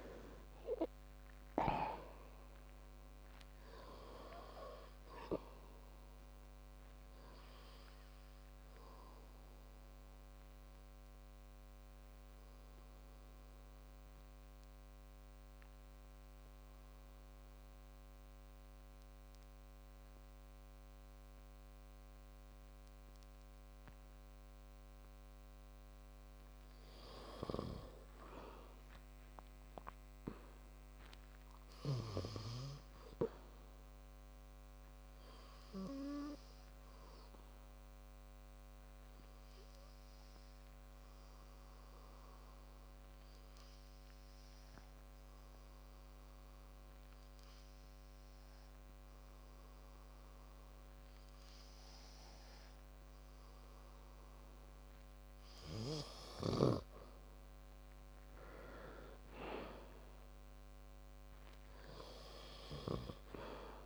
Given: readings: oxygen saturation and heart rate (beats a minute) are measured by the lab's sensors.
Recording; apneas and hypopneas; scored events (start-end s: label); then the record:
breathing in sleep by a microphone on the trachea; 1
0.00-3.00 s: arousal
13.00-28.00 s: hypopnea (oxygen 99% before, 94% lowest, heart rate 65 before, 48 extreme, up 21 after)
24.50-34.50 s: oxygen desaturation (device-marked, oxygen 97% before, 94% lowest, heart rate 59 before, 53 extreme)
30.00-33.50 s: arousal
58.50-62.00 s: arousal
From the record:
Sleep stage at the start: N2 (light sleep); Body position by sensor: on the back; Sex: male